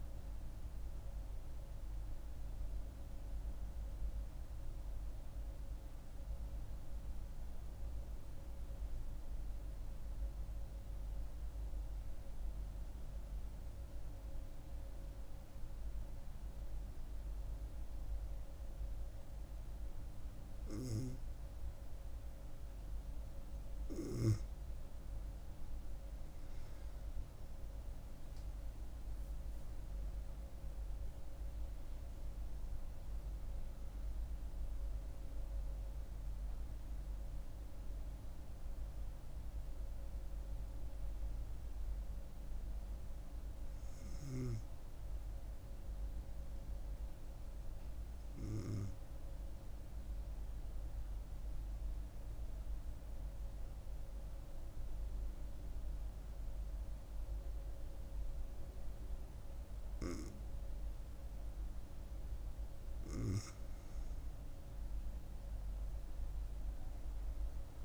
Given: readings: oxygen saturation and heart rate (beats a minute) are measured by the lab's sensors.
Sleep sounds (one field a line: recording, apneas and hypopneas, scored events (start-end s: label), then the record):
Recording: breathing in sleep, hard to hear, by a room microphone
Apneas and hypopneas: 2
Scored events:
0.00-1.00 s: oxygen desaturation (device-marked, oxygen 91% lowest, heart rate 67 extreme)
4.00-19.50 s: central apnea (oxygen 98% before, 94% lowest, heart rate 77 before, 67 extreme, up 8 after)
20.50-25.00 s: arousal
26.00-46.00 s: oxygen desaturation (device-marked, oxygen 98% before, 94% lowest, heart rate 70 before, 65 extreme)
49.00-60.00 s: central apnea (oxygen 97% before, 94% lowest, heart rate 75 before, 67 extreme, up 9 after)
62.50-66.00 s: arousal
66.00-67.85 s: oxygen desaturation (device-marked, oxygen 97% before, 94% lowest, heart rate 68 before, 66 extreme)
From the record:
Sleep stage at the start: N2 (light sleep)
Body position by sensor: on the back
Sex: female